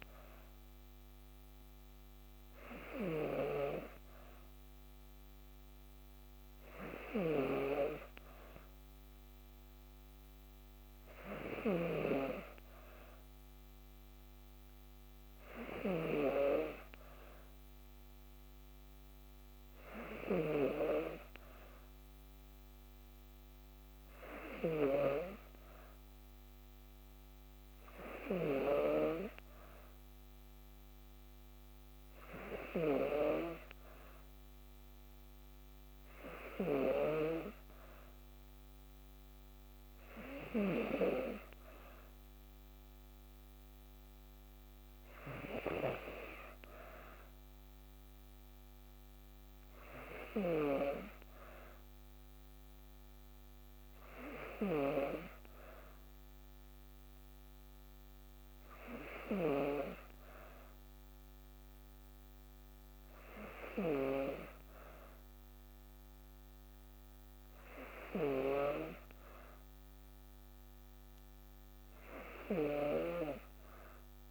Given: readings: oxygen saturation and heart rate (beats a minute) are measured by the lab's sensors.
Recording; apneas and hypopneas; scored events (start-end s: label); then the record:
breathing in sleep by a microphone on the trachea; none
none scored
From the record:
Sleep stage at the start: N2 (light sleep); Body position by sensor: on the back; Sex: female